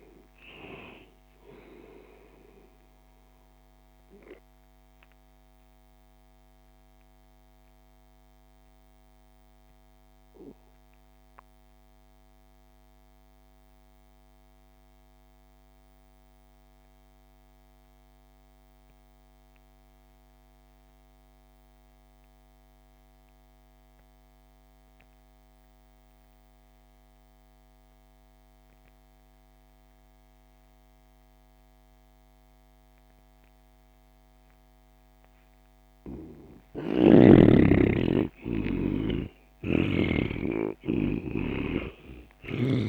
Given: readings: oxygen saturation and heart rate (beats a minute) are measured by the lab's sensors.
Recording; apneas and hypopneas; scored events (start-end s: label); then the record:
breathing in sleep by a microphone on the trachea; 1
0.00-10.00 s: oxygen desaturation (device-marked, oxygen 82% lowest)
4.50-36.50 s: mixed apnea (oxygen 98% before, 82% lowest)
33.00-42.89 s: oxygen desaturation (device-marked, oxygen 98% before, 84% lowest)
37.50-42.89 s: arousal
From the record:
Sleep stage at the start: N2 (light sleep); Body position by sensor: on the back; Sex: male